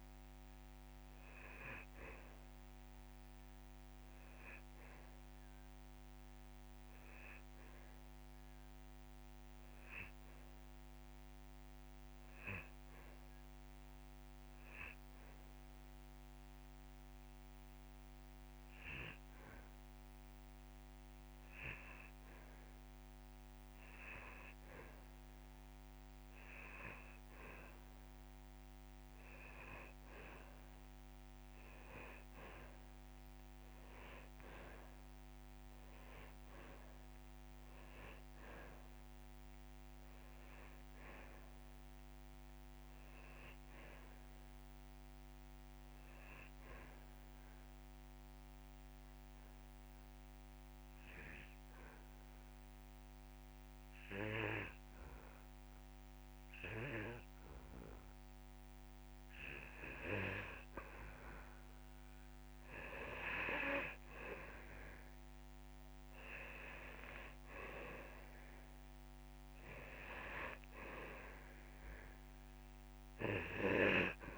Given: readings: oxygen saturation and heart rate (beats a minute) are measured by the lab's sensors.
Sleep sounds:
breathing in sleep by a microphone on the trachea; 2
11.00-22.50 s: hypopnea (oxygen 97% before, 90% lowest)
16.00-29.00 s: oxygen desaturation (device-marked, oxygen 95% before, 92% lowest)
25.50-29.00 s: arousal
36.50-38.50 s: long interval between heartbeats (device-marked)
48.00-59.50 s: obstructive apnea (oxygen 99% before, 90% lowest)
64.00-67.50 s: arousal
73.00-74.38 s: oxygen desaturation (device-marked, oxygen 97% before, 90% lowest)
From the record:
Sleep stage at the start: N2 (light sleep); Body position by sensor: on the back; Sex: male

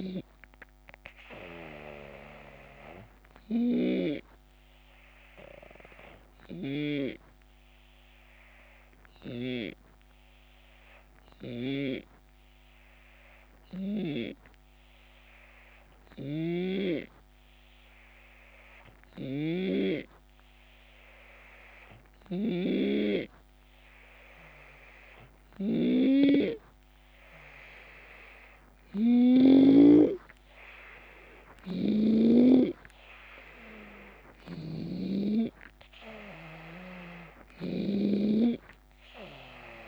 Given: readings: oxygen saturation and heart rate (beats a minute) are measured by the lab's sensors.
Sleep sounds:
breathing in sleep by a microphone on the trachea; 1
0.00-29.00 s: snoring (device-marked)
3.50-24.00 s: obstructive apnea (oxygen 95% before, 90% lowest, heart rate 76 before, 69 extreme, up 3 after)
27.50-31.50 s: arousal
29.00-39.88 s: oxygen desaturation (device-marked, oxygen 96% before, 91% lowest, heart rate 70 before, 68 extreme)
31.00-39.88 s: snoring (device-marked)
From the record:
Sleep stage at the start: REM sleep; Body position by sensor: on the left side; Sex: male

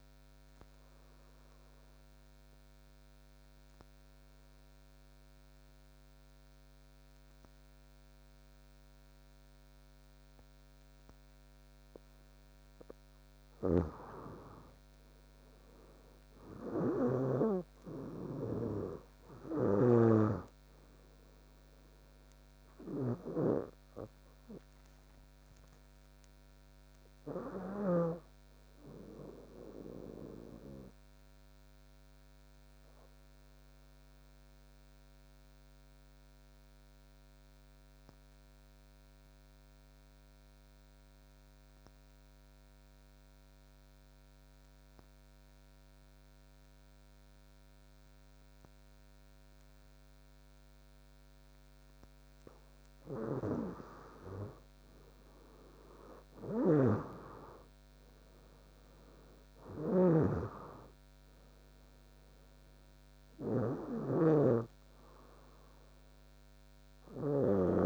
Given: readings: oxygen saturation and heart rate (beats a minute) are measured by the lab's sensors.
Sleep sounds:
breathing in sleep by a microphone on the trachea; 2
0.50-14.00 s: obstructive apnea (oxygen 98% before, 94% lowest, heart rate 73 before, 60 extreme, up 14 after)
13.50-17.50 s: snoring (device-marked)
16.00-20.00 s: arousal
19.50-28.00 s: snoring (device-marked)
31.00-52.50 s: obstructive apnea (oxygen 97% before, 94% lowest, heart rate 70 before, 60 extreme, up 6 after)
55.00-59.50 s: arousal
56.50-67.50 s: snoring (device-marked)
From the record:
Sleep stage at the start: N2 (light sleep); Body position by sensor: on the back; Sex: female

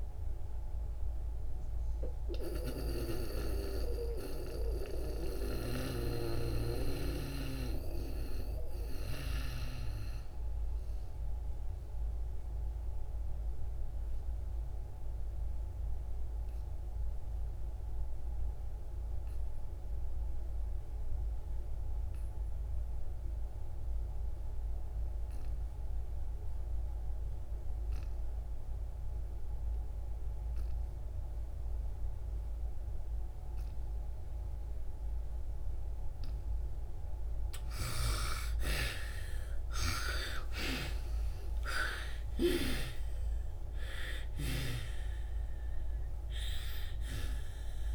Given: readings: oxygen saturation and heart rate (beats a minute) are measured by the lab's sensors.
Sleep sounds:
breathing in sleep by a room microphone; 1
0.00-24.00 s: oxygen desaturation (device-marked, oxygen 64% lowest, heart rate 46 extreme)
1.00-37.50 s: obstructive apnea (oxygen 97% before, 64% lowest, heart rate 55 before, 62 extreme, up 39 after)
29.00-47.95 s: oxygen desaturation (device-marked, oxygen 97% before, 65% lowest, heart rate 67 before, 62 extreme)
38.50-43.00 s: arousal
From the record:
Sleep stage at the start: N2 (light sleep); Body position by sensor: on the back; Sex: female

